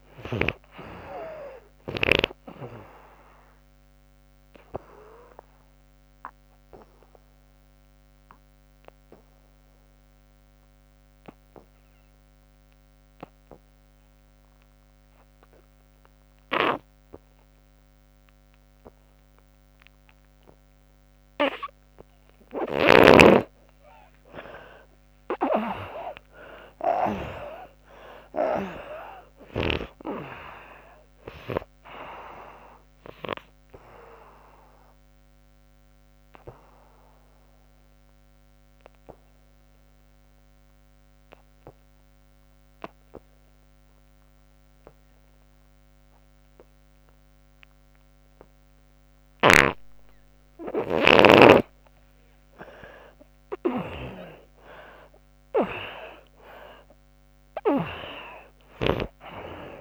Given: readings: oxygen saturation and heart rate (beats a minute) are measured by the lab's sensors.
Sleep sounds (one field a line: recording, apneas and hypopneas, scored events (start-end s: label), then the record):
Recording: breathing in sleep by a microphone on the trachea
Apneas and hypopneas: 2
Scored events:
0.00-13.00 s: oxygen desaturation (device-marked, oxygen 78% lowest, heart rate 64 extreme)
4.00-21.50 s: obstructive apnea (oxygen 97% before, 76% lowest, heart rate 78 before, 64 extreme, up 36 after)
19.00-45.00 s: oxygen desaturation (device-marked, oxygen 96% before, 76% lowest, heart rate 82 before, 64 extreme)
25.00-29.50 s: arousal
34.50-50.00 s: obstructive apnea (oxygen 96% before, 75% lowest, heart rate 79 before, 64 extreme, up 17 after)
54.00-57.50 s: arousal
From the record:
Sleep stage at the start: N2 (light sleep)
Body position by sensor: on the back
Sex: female